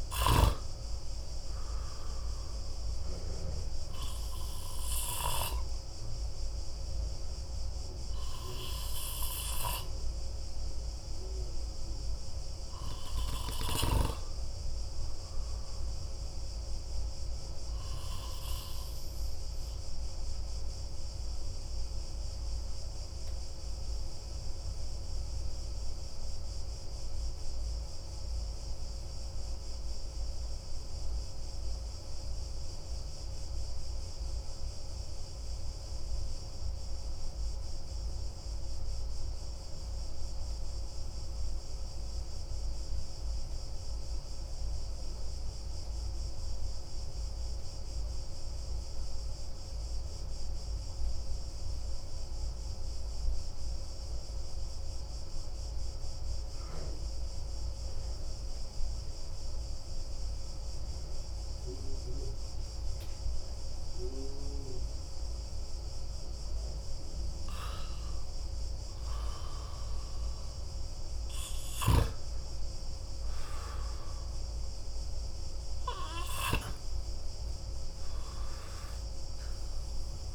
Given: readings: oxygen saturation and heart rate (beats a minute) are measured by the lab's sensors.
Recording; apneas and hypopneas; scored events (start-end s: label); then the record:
breathing in sleep by a room microphone; 1
17.00-32.00 s: oxygen desaturation (device-marked, oxygen 93% before, 90% lowest)
17.00-65.00 s: obstructive apnea (oxygen 95% before, 90% lowest)
52.00-80.35 s: oxygen desaturation (device-marked, oxygen 98% before, 93% lowest)
66.50-70.50 s: arousal
From the record:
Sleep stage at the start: N2 (light sleep); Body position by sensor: on the back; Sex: male